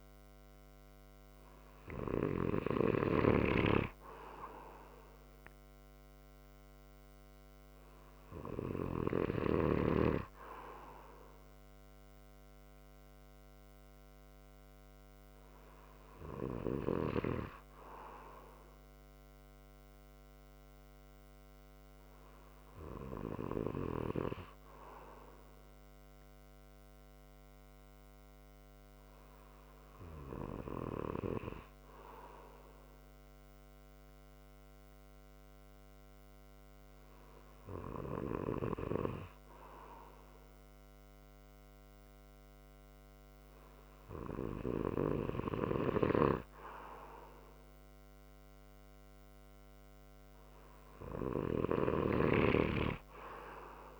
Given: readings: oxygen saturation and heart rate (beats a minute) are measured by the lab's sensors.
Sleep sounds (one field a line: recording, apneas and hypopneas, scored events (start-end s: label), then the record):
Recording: breathing in sleep by a microphone on the trachea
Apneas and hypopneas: none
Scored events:
52.00-54.00 s: snoring (device-marked)
From the record:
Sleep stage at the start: N2 (light sleep)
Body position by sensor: on the right side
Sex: male